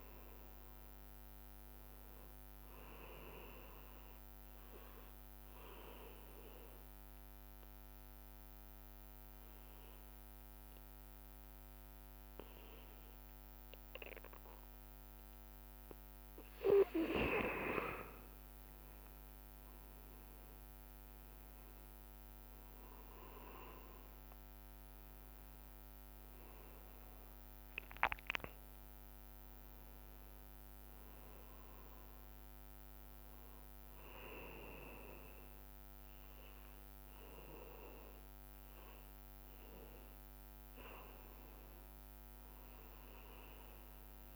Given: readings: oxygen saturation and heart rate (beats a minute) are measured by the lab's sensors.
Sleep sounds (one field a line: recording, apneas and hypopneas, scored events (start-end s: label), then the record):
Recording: breathing in sleep by a microphone on the trachea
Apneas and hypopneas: 1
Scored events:
0.00-13.00 s: oxygen desaturation (device-marked, oxygen 94% lowest, heart rate 59 extreme)
5.00-16.50 s: obstructive apnea (oxygen 99% before, 94% lowest, heart rate 69 before, 60 extreme, up 7 after)
19.00-23.00 s: arousal
26.00-40.00 s: oxygen desaturation (device-marked, oxygen 99% before, 94% lowest, heart rate 62 before, 58 extreme)
From the record:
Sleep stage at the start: N2 (light sleep)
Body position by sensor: on the back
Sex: male